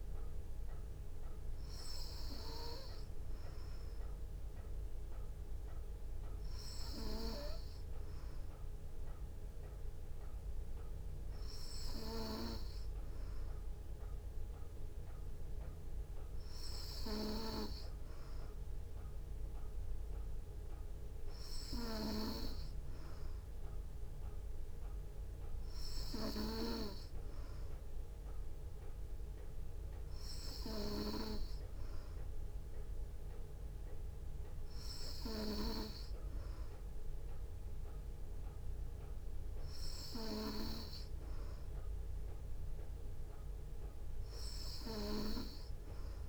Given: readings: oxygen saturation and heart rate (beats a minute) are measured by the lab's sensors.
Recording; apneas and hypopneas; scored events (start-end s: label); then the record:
breathing in sleep by a room microphone; none
none scored
From the record:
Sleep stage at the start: N3 (deep sleep); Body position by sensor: on the back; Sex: female